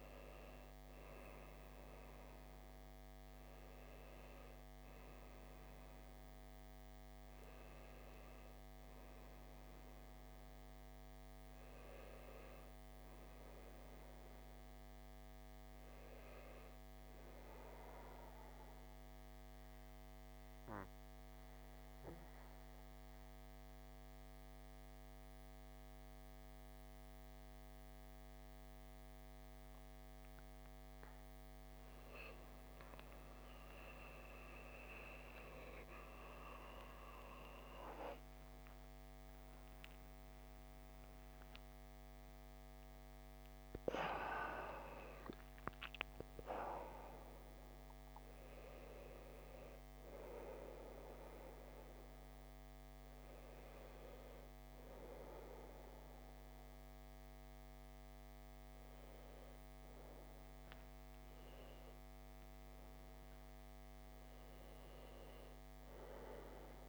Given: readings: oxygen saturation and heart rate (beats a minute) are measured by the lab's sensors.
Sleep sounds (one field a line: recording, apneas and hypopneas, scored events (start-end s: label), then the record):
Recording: breathing in sleep by a microphone on the trachea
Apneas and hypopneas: 1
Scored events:
0.00-17.50 s: oxygen desaturation (device-marked, oxygen 89% lowest, heart rate 53 extreme)
19.00-32.50 s: mixed apnea (oxygen 96% before, 92% lowest, heart rate 62 before, 53 extreme, up 36 after)
35.00-40.50 s: arousal
46.50-63.50 s: oxygen desaturation (device-marked, oxygen 96% before, 92% lowest, heart rate 70 before, 56 extreme)
64.50-66.88 s: arousal
From the record:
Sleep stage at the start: N2 (light sleep)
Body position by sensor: on the back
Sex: male